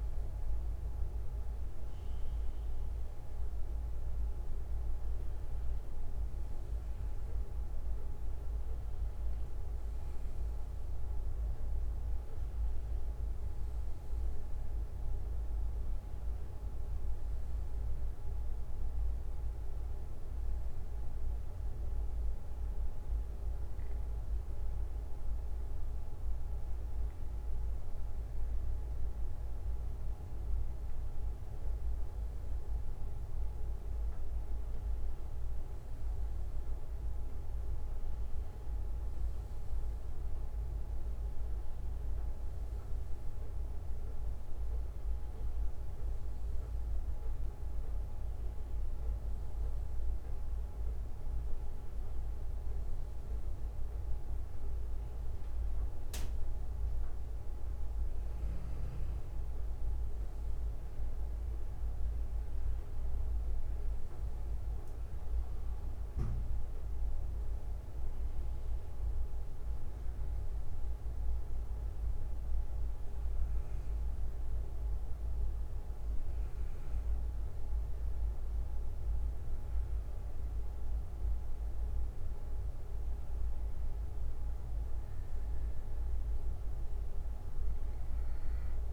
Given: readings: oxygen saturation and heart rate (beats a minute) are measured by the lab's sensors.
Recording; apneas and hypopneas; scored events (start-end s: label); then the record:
breathing in sleep, hard to hear, by a room microphone; none
20.50-23.50 s: bradycardia (device-marked, heart rate 63 before, 59 extreme)
28.50-31.50 s: bradycardia (device-marked, heart rate 63 before, 60 extreme)
72.50-86.50 s: bradycardia (device-marked, heart rate 63 before, 53 extreme)
From the record:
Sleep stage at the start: N2 (light sleep); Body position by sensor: on the back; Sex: male